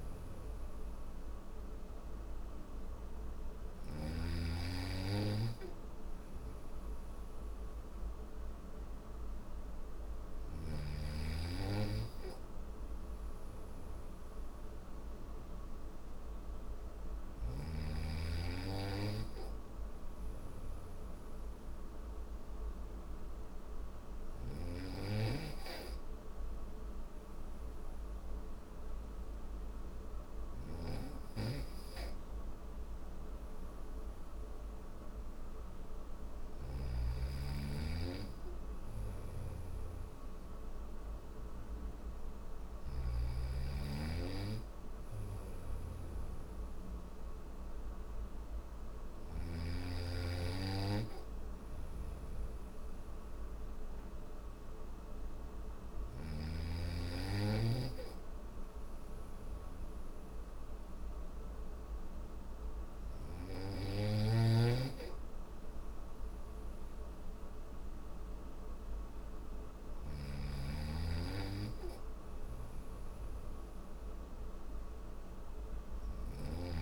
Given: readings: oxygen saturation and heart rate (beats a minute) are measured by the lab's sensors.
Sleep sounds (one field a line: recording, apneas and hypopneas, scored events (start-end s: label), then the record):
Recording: breathing in sleep by a room microphone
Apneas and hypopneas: none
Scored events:
16.00-23.50 s: snoring (device-marked)
29.50-36.00 s: snoring (device-marked)
38.00-42.00 s: snoring (device-marked)
44.00-48.50 s: snoring (device-marked)
50.50-55.50 s: snoring (device-marked)
69.00-75.50 s: snoring (device-marked)
From the record:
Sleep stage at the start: N3 (deep sleep)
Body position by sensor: on the back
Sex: male